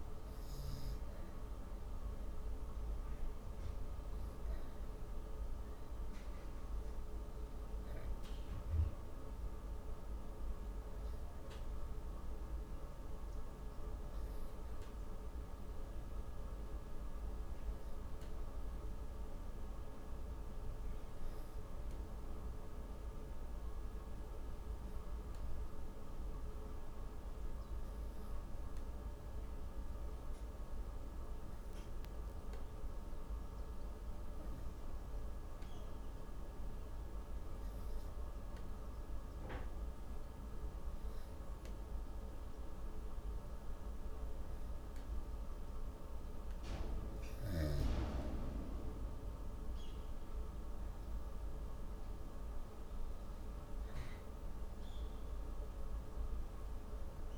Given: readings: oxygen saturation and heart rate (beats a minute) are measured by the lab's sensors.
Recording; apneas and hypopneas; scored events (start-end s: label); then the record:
breathing in sleep, hard to hear, by a room microphone; 1
25.50-39.50 s: obstructive apnea (oxygen 97% before, 95% lowest, heart rate 110 before, 131 extreme)
41.00-45.00 s: arousal
From the record:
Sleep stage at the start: N2 (light sleep); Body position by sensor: on the back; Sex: female